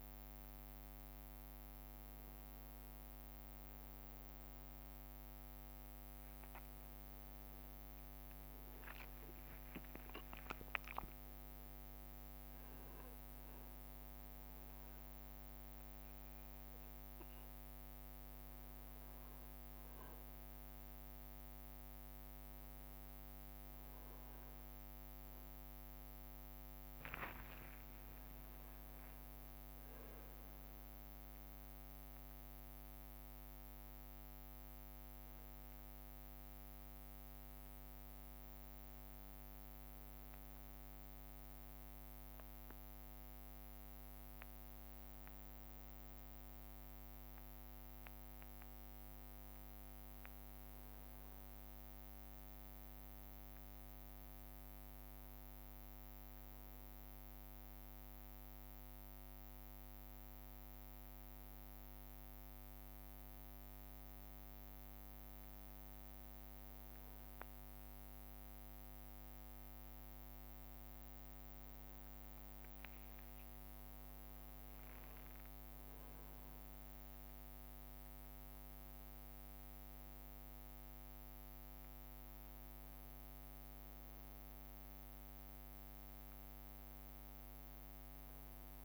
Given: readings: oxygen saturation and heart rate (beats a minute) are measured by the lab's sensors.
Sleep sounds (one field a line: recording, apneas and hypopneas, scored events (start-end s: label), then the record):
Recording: a person awake in a sleep study, hard to hear, by a microphone on the trachea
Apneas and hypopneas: none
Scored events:
27.50-29.50 s: long interval between heartbeats (device-marked, heart rate 66 before, 84 extreme)
27.50-30.50 s: leg movement (device-marked)
51.50-54.00 s: leg movement (device-marked)
71.50-73.50 s: leg movement (device-marked)
73.50-75.50 s: long interval between heartbeats (device-marked, heart rate 64 before, 79 extreme)
75.50-76.50 s: leg movement (device-marked)
From the record:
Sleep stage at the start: awake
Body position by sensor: on the back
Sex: male